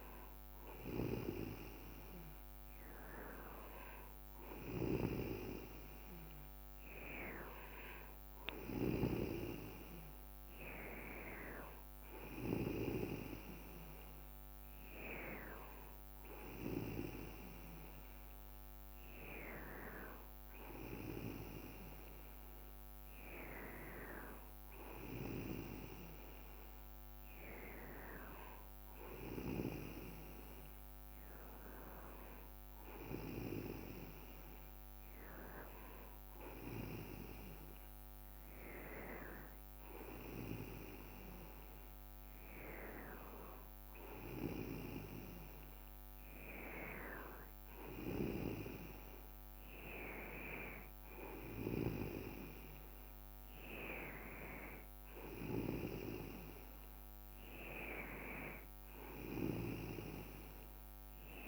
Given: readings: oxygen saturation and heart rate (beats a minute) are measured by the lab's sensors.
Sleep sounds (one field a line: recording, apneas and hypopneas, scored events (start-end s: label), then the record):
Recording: breathing in sleep by a microphone on the trachea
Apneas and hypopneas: none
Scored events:
none scored
From the record:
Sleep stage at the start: N2 (light sleep)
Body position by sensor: on the back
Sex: male